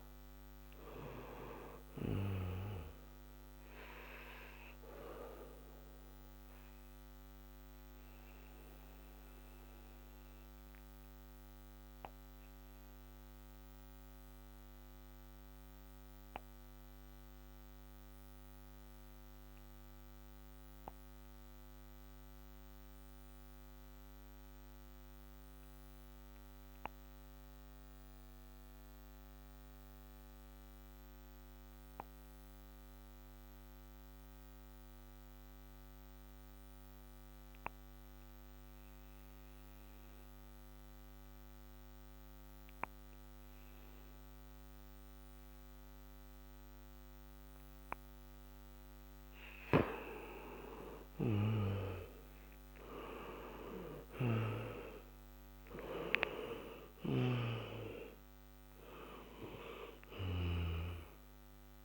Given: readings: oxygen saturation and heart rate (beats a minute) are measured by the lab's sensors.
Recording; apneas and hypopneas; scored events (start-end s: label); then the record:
breathing in sleep by a microphone on the trachea; 1
0.00-1.00 s: arousal
6.50-47.00 s: obstructive apnea (oxygen 97% before, 86% lowest, heart rate 69 before, 54 extreme, up 11 after)
12.00-29.00 s: oxygen desaturation (device-marked, oxygen 93% before, 86% lowest, heart rate 70 before, 54 extreme)
50.00-61.85 s: oxygen desaturation (device-marked, oxygen 96% before, 86% lowest, heart rate 61 before, 56 extreme)
51.50-57.50 s: arousal
56.50-60.50 s: snoring (device-marked)
From the record:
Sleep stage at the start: N2 (light sleep); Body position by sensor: on the back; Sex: male